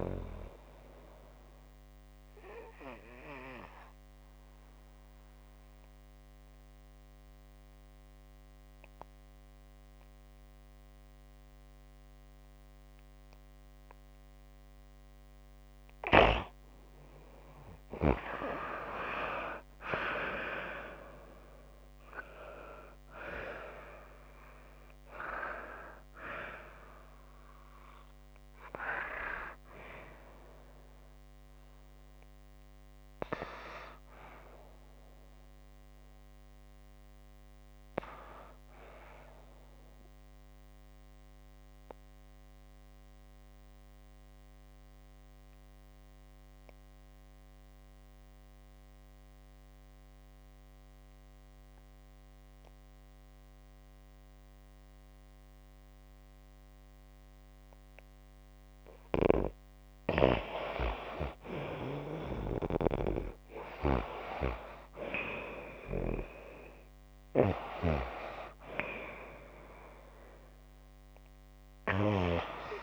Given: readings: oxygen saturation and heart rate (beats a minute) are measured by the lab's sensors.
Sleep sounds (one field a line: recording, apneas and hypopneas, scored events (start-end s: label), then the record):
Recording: breathing in sleep by a microphone on the trachea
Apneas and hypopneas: 2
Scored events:
0.00-4.00 s: oxygen desaturation (device-marked, oxygen 90% lowest, heart rate 29 extreme)
1.50-14.50 s: obstructive apnea (oxygen 95% before, 90% lowest, heart rate 56 before, 51 extreme, up 37 after)
17.50-23.50 s: arousal
40.00-58.00 s: obstructive apnea (oxygen 94% before, 89% lowest, heart rate 75 before, 57 extreme)
56.00-67.00 s: oxygen desaturation (device-marked, oxygen 94% before, 90% lowest)
59.00-64.50 s: arousal
From the record:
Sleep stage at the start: N2 (light sleep)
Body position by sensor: on the right side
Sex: female